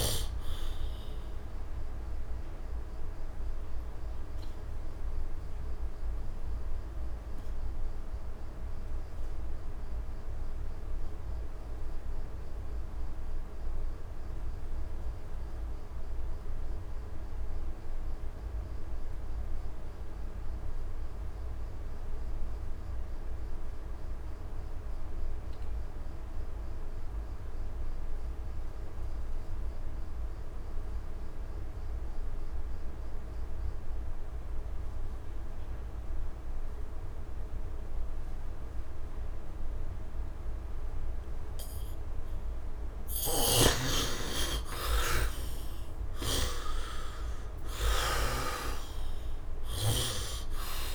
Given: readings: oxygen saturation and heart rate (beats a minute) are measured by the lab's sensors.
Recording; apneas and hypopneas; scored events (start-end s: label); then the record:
breathing in sleep by a room microphone; 1
0.00-7.00 s: oxygen desaturation (device-marked, oxygen 75% lowest, heart rate 71 extreme)
3.50-41.50 s: obstructive apnea (oxygen 96% before, 63% lowest, heart rate 81 before, 71 extreme, up 10 after)
24.00-50.95 s: oxygen desaturation (device-marked, oxygen 99% before, 63% lowest, heart rate 74 before, 73 extreme)
44.00-49.00 s: arousal
From the record:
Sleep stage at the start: N2 (light sleep); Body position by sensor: on the back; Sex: male